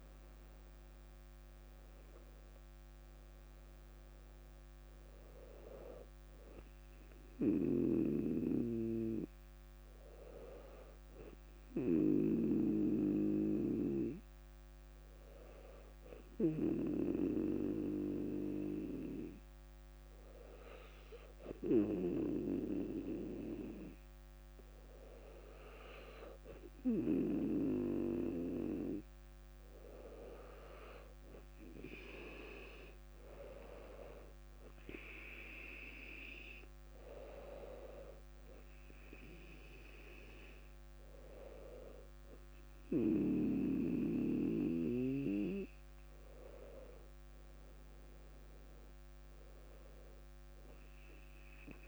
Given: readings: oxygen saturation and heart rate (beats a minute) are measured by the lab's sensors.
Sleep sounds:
breathing in sleep by a microphone on the trachea; 1
0.00-2.50 s: arousal
13.50-28.50 s: hypopnea (oxygen 98% before, 97% lowest, heart rate 63 before, 58 extreme, up 5 after)
31.50-35.50 s: arousal
From the record:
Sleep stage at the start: N2 (light sleep); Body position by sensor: on the back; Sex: female

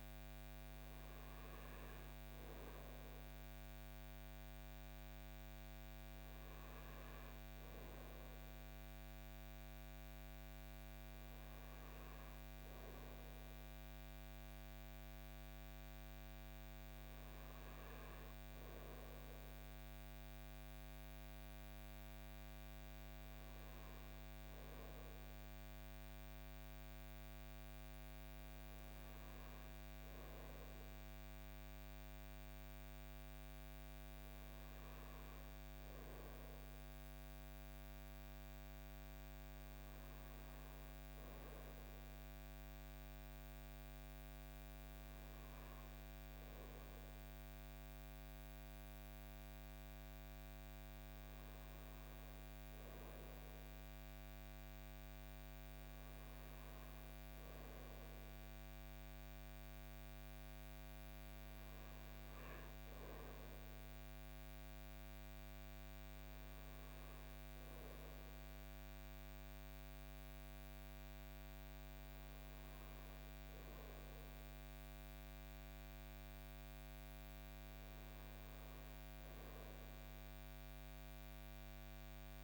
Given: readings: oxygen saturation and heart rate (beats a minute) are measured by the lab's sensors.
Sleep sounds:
breathing in sleep, hard to hear, by a microphone on the trachea; none
none scored
From the record:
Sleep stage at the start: N2 (light sleep); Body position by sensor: on the front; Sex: male

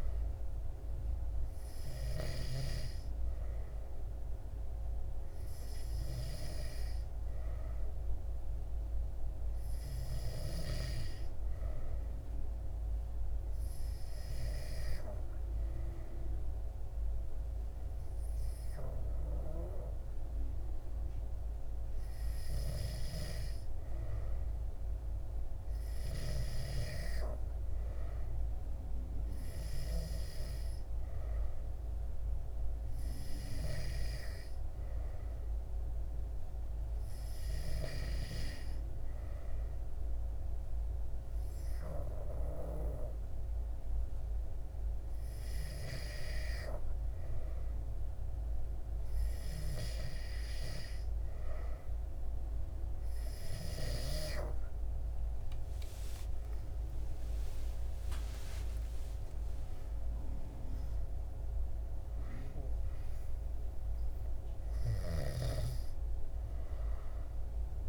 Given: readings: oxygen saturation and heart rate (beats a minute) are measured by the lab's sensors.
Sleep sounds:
breathing in sleep by a room microphone; none
55.50-61.00 s: arousal
From the record:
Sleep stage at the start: N3 (deep sleep); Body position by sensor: on the back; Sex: male

